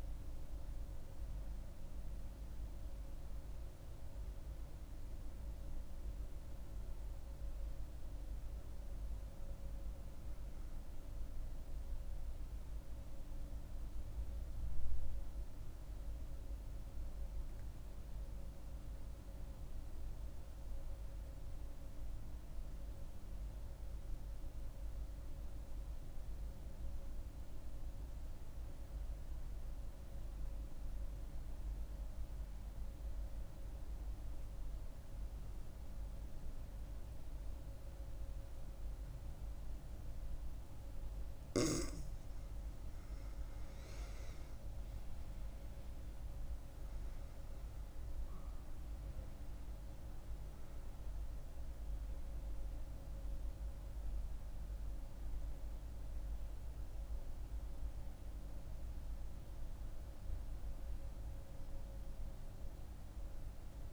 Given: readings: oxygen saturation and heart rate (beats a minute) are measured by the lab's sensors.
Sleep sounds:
breathing in sleep, hard to hear, by a room microphone; 1
0.00-10.00 s: oxygen desaturation (device-marked, oxygen 91% lowest, heart rate 66 extreme)
13.50-42.00 s: mixed apnea (oxygen 98% before, 91% lowest, heart rate 75 before, 66 extreme, up 7 after)
38.00-63.93 s: oxygen desaturation (device-marked, oxygen 98% before, 91% lowest, heart rate 69 before, 67 extreme)
44.00-47.50 s: arousal
From the record:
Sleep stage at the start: N2 (light sleep); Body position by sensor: on the back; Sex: female

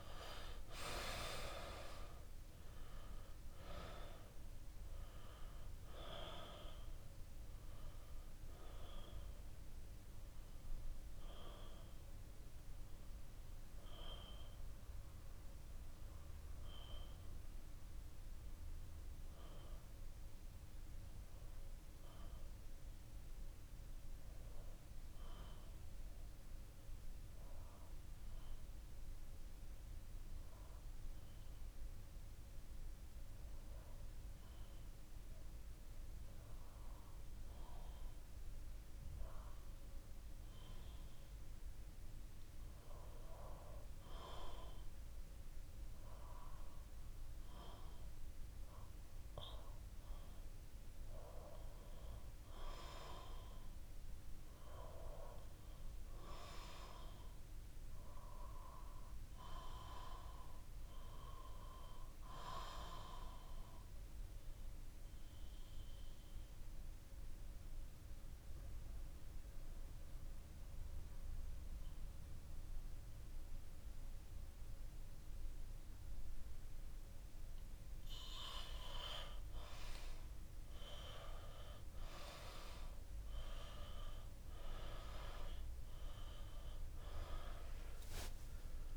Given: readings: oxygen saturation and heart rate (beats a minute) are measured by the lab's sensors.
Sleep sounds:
breathing in sleep by a room microphone; 2
0.00-2.00 s: arousal
20.50-42.00 s: obstructive apnea (oxygen 95% before, 87% lowest, heart rate 71 before, 65 extreme, up 0 after)
25.00-36.00 s: oxygen desaturation (device-marked, oxygen 94% before, 87% lowest, heart rate 70 before, 65 extreme)
46.50-50.50 s: arousal
64.00-78.00 s: obstructive apnea (oxygen 99% before, 92% lowest, heart rate 66 before, 64 extreme, up 8 after)
66.00-88.97 s: oxygen desaturation (device-marked, oxygen 97% before, 92% lowest, heart rate 66 before, 65 extreme)
83.50-88.00 s: arousal
From the record:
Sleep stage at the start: REM sleep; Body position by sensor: on the back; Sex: male

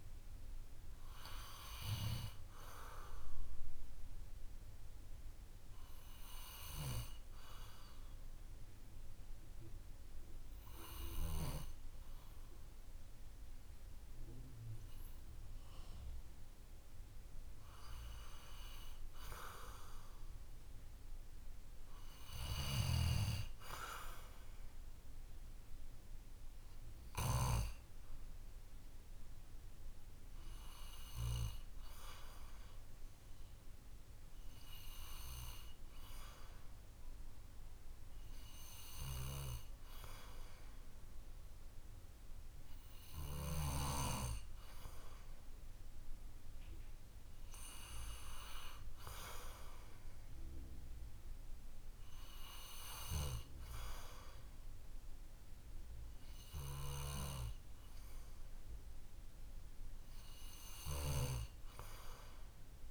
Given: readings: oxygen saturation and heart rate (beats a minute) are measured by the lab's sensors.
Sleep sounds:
breathing in sleep by a room microphone; none
none scored
From the record:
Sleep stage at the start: N2 (light sleep); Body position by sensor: on the back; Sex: male

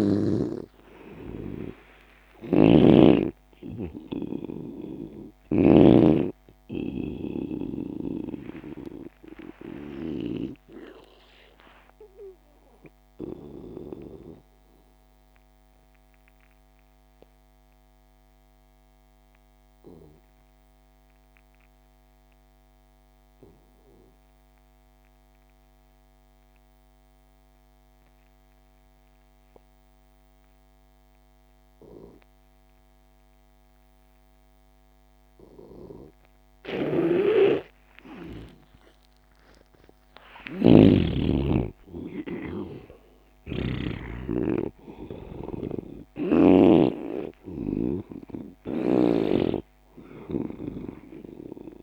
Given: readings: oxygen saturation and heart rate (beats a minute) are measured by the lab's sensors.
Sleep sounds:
breathing in sleep by a microphone on the trachea; 1
0.00-3.00 s: snoring (device-marked)
0.00-14.50 s: oxygen desaturation (device-marked, oxygen 82% lowest)
9.00-37.50 s: obstructive apnea (oxygen 98% before, 84% lowest)
32.50-51.83 s: oxygen desaturation (device-marked, oxygen 98% before, 84% lowest)
37.00-41.00 s: snoring (device-marked)
38.00-42.50 s: arousal
45.50-49.00 s: snoring (device-marked)
From the record:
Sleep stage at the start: N2 (light sleep); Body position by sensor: on the back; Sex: male

